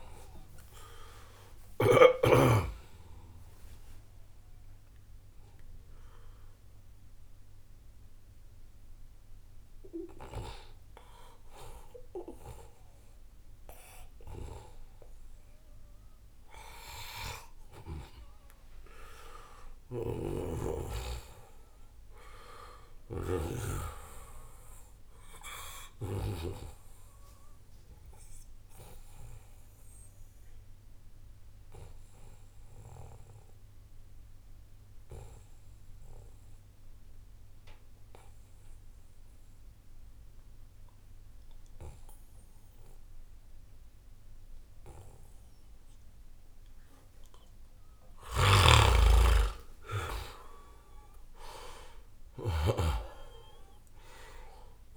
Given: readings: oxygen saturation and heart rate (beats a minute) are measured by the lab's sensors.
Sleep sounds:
breathing in sleep by a room microphone; 2
0.00-1.00 s: arousal
0.00-5.00 s: oxygen desaturation (device-marked, oxygen 88% lowest, heart rate 82 extreme)
2.00-17.00 s: hypopnea (oxygen 94% before, 90% lowest, heart rate 121 before, 73 extreme)
18.50-24.00 s: arousal
20.00-26.50 s: snoring (device-marked)
25.00-36.00 s: oxygen desaturation (device-marked, oxygen 97% before, 94% lowest, heart rate 86 before, 72 extreme)
29.00-47.50 s: obstructive apnea (oxygen 98% before, 90% lowest, heart rate 84 before, 72 extreme, up 2 after)
44.00-54.97 s: oxygen desaturation (device-marked, oxygen 96% before, 90% lowest, heart rate 79 before, 71 extreme)
49.00-53.50 s: arousal
From the record:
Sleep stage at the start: N2 (light sleep); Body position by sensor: on the back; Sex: male

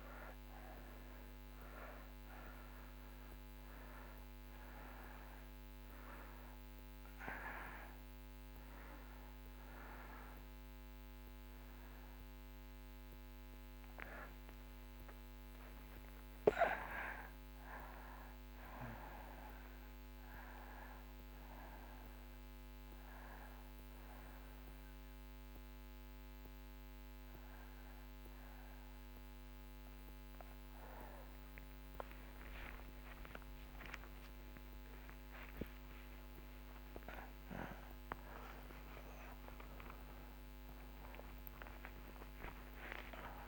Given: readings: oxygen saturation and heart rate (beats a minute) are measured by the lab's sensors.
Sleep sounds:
a person awake in a sleep study, by a microphone on the trachea; none
0.00-21.50 s: oxygen desaturation (device-marked, oxygen 82% lowest)
3.50-43.48 s: new sleep stage, awake
From the record:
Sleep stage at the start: N2 (light sleep); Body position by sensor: on the back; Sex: male

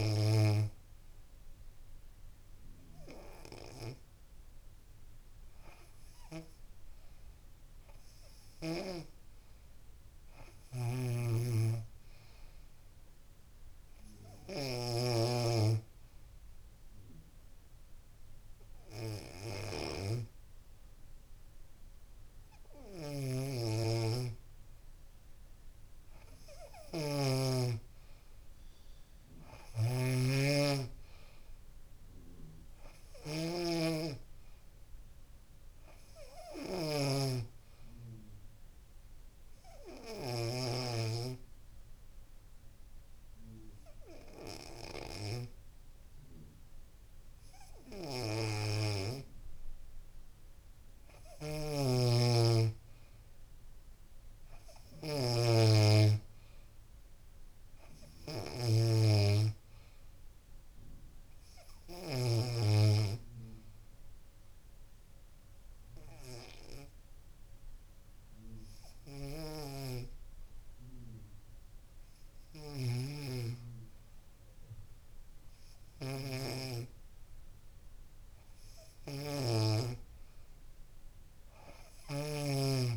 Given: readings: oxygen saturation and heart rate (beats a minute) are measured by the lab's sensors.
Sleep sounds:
breathing in sleep by a room microphone; 3
11.00-15.50 s: snoring (device-marked)
15.50-27.00 s: hypopnea (oxygen 98% before, 93% lowest, heart rate 69 before, 67 extreme, up 6 after)
27.00-30.50 s: snoring (device-marked)
29.50-33.50 s: arousal
39.50-51.00 s: obstructive apnea (oxygen 97% before, 93% lowest, heart rate 70 before, 65 extreme, up 3 after)
54.00-59.00 s: arousal
64.00-77.50 s: hypopnea (oxygen 96% before, 93% lowest, heart rate 73 before, 65 extreme, up 17 after)
65.00-67.00 s: long interval between heartbeats (device-marked, heart rate 73 before, 83 extreme)
67.00-69.00 s: long interval between heartbeats (device-marked, heart rate 75 before, 94 extreme)
81.50-82.97 s: arousal
From the record:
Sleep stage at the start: N2 (light sleep); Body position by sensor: on the back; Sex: female

